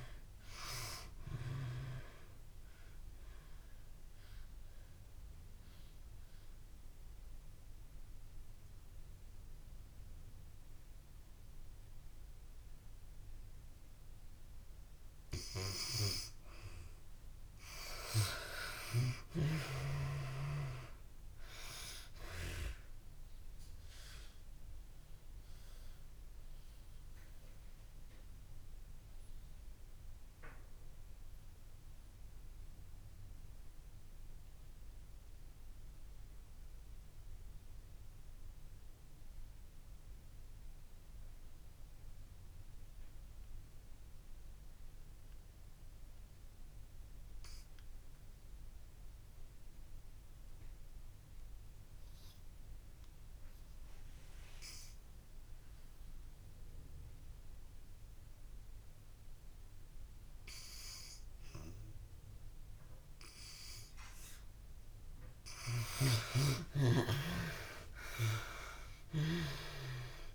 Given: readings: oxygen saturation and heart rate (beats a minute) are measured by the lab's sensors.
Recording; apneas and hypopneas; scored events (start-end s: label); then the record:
breathing in sleep by a room microphone; 2
0.00-21.50 s: oxygen desaturation (device-marked, oxygen 57% lowest)
3.50-14.50 s: obstructive apnea (oxygen 93% before, 57% lowest)
17.00-19.50 s: arousal
22.50-64.50 s: obstructive apnea (oxygen 92% before, 59% lowest)
31.50-46.50 s: oxygen desaturation (device-marked, oxygen 94% before, 76% lowest)
48.50-70.34 s: oxygen desaturation (device-marked, oxygen 94% before, 59% lowest)
66.00-70.00 s: arousal
From the record:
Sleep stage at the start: N2 (light sleep); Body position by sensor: on the back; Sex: female